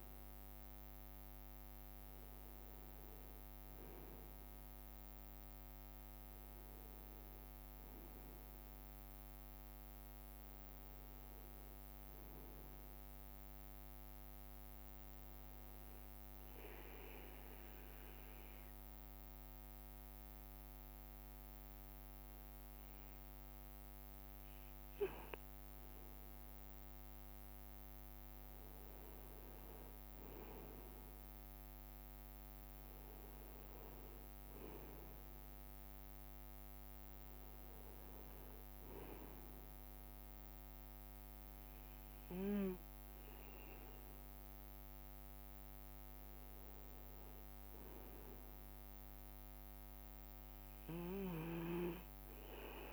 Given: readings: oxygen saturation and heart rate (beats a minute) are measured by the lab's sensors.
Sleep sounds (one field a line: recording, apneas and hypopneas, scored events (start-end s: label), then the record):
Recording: breathing in sleep by a microphone on the trachea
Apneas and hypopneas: 1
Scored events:
0.00-1.50 s: drop in pulse transit time (device-marked)
0.00-52.93 s: bradycardia (device-marked)
6.00-10.00 s: arousal
8.50-10.50 s: long interval between heartbeats (device-marked)
11.50-16.50 s: drop in pulse transit time (device-marked)
13.00-25.50 s: obstructive apnea (oxygen 95% before, 93% lowest)
16.00-18.00 s: long interval between heartbeats (device-marked)
22.00-24.00 s: long interval between heartbeats (device-marked)
28.50-37.50 s: drop in pulse transit time (device-marked)
30.00-33.50 s: arousal
33.50-35.50 s: long interval between heartbeats (device-marked)
33.50-47.50 s: oxygen desaturation (device-marked, oxygen 96% before, 93% lowest)
43.50-45.50 s: long interval between heartbeats (device-marked)
49.00-51.00 s: long interval between heartbeats (device-marked)
From the record:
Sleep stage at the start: N1 (lightest sleep)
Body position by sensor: on the right side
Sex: male